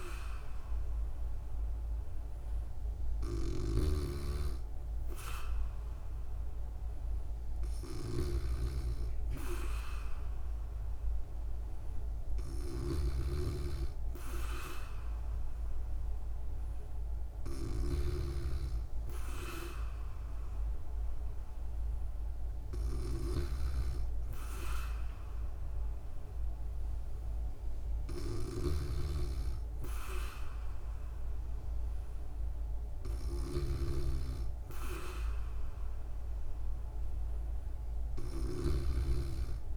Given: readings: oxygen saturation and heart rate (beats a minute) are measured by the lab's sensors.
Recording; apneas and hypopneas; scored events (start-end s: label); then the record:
breathing in sleep by a room microphone; none
3.50-18.00 s: snoring (device-marked)
28.50-33.50 s: snoring (device-marked)
From the record:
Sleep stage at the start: N2 (light sleep); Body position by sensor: on the back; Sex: female